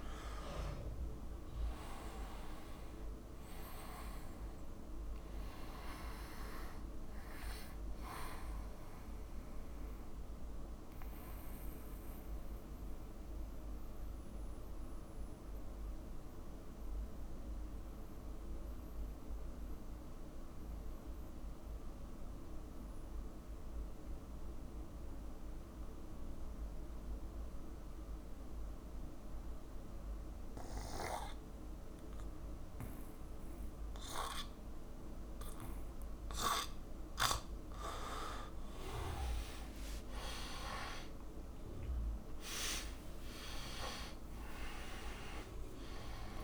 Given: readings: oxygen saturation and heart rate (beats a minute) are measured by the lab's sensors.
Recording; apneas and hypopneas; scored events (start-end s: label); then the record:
breathing in sleep by a room microphone; 1
0.00-27.00 s: oxygen desaturation (device-marked, oxygen 86% lowest, heart rate 58 extreme)
10.00-37.00 s: mixed apnea (oxygen 100% before, 86% lowest, heart rate 74 before, 58 extreme, up 0 after)
39.50-43.50 s: arousal
40.00-46.44 s: oxygen desaturation (device-marked, oxygen 99% before, 88% lowest, heart rate 69 before, 54 extreme)
From the record:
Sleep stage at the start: N2 (light sleep); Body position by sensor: on the back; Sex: male